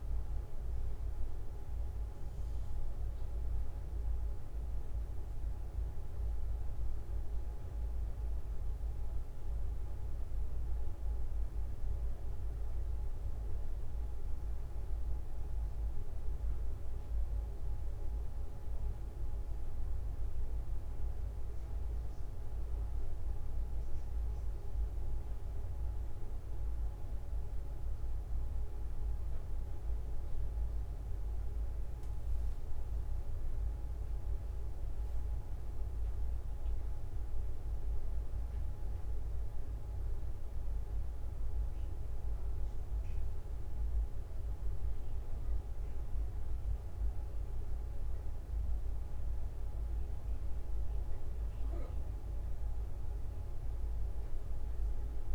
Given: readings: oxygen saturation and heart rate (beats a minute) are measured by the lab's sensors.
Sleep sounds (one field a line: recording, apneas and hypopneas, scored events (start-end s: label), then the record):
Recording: breathing in sleep, hard to hear, by a room microphone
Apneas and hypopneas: none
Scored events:
none scored
From the record:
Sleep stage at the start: N1 (lightest sleep)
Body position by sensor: on the back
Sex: male